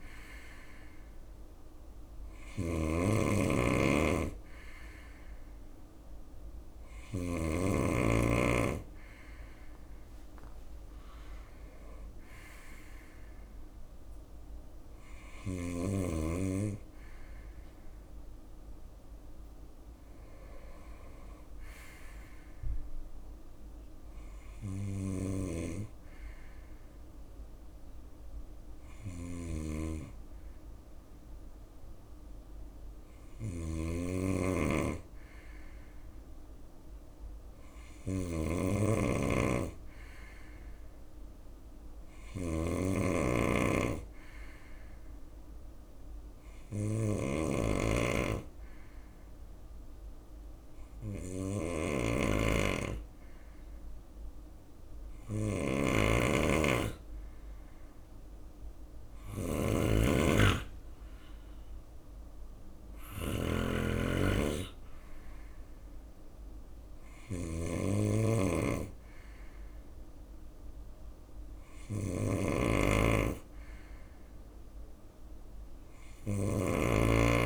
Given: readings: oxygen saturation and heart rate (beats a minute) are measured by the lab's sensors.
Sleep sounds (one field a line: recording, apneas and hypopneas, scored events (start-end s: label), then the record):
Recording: breathing in sleep by a room microphone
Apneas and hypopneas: 1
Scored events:
0.00-6.50 s: snoring (device-marked)
10.00-12.00 s: long interval between heartbeats (device-marked, heart rate 77 before, 83 extreme)
11.50-24.50 s: drop in pulse transit time (device-marked, heart rate 78 before, 74 extreme)
24.50-77.46 s: snoring (device-marked)
37.00-40.50 s: arousal
44.00-55.50 s: hypopnea (oxygen 96% before, 94% lowest, heart rate 74 before, 73 extreme, up 4 after)
59.50-71.50 s: drop in pulse transit time (device-marked, heart rate 74 before, 75 extreme)
60.00-63.50 s: arousal
64.00-66.00 s: long interval between heartbeats (device-marked, heart rate 74 before, 87 extreme)
64.50-66.50 s: tachycardia (device-marked, heart rate 75 before, 87 extreme)
68.00-70.00 s: long interval between heartbeats (device-marked, heart rate 77 before, 102 extreme)
71.50-73.50 s: long interval between heartbeats (device-marked, heart rate 82 before, 99 extreme)
From the record:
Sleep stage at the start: N2 (light sleep)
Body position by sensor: on the right side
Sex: male